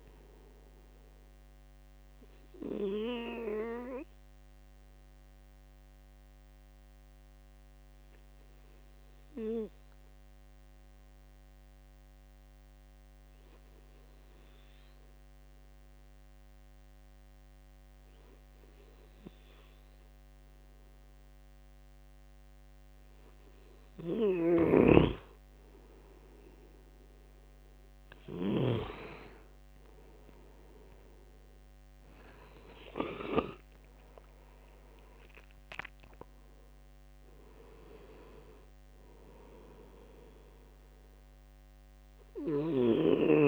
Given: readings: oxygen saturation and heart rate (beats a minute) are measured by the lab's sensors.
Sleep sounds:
breathing in sleep by a microphone on the trachea; 1
2.50-25.00 s: obstructive apnea (oxygen 98% before, 92% lowest, heart rate 78 before, 68 extreme, up 7 after)
27.50-31.50 s: arousal
28.50-43.48 s: oxygen desaturation (device-marked, oxygen 98% before, 93% lowest, heart rate 74 before, 73 extreme)
From the record:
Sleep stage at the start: N2 (light sleep); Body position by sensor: on the right side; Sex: male

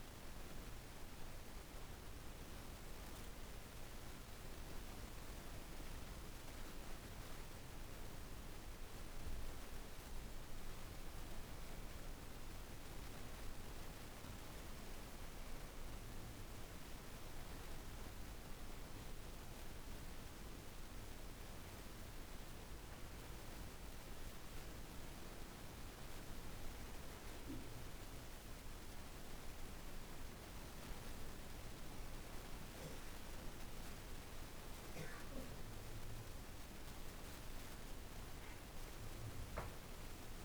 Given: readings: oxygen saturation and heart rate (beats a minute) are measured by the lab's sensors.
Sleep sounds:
breathing in sleep, hard to hear, by a room microphone; none
none scored
From the record:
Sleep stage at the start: N2 (light sleep); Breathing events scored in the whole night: 171 in 4.5 hours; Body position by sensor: on the back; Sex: female

